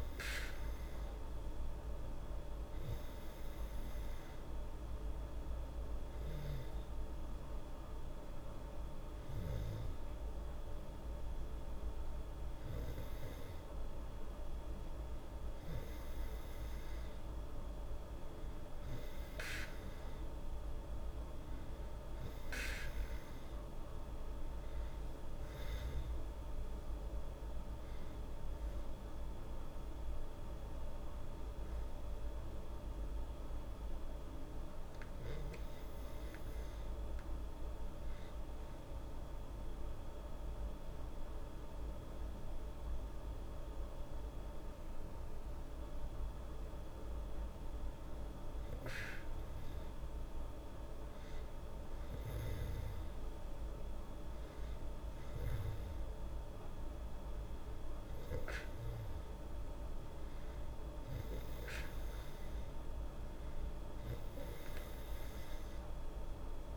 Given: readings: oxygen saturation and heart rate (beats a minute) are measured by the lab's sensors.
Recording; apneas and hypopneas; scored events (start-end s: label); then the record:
breathing in sleep, hard to hear, by a room microphone; none
none scored
From the record:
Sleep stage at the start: N2 (light sleep); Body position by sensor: on the back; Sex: female